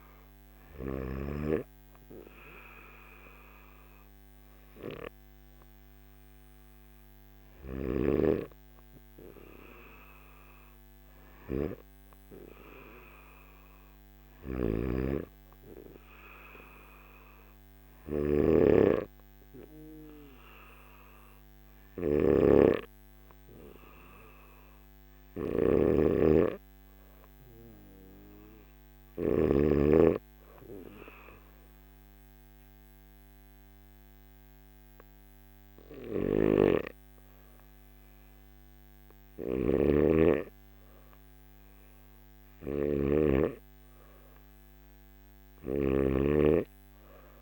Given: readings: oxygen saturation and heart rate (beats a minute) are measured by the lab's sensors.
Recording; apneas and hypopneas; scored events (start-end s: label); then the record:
breathing in sleep by a microphone on the trachea; 1
0.00-1.00 s: snoring (device-marked)
14.00-29.00 s: snoring (device-marked)
30.00-42.00 s: hypopnea (oxygen 96% before, 92% lowest, heart rate 58 before, 51 extreme, up 2 after)
39.00-46.00 s: snoring (device-marked)
From the record:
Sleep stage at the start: N3 (deep sleep); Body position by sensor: on the back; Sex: male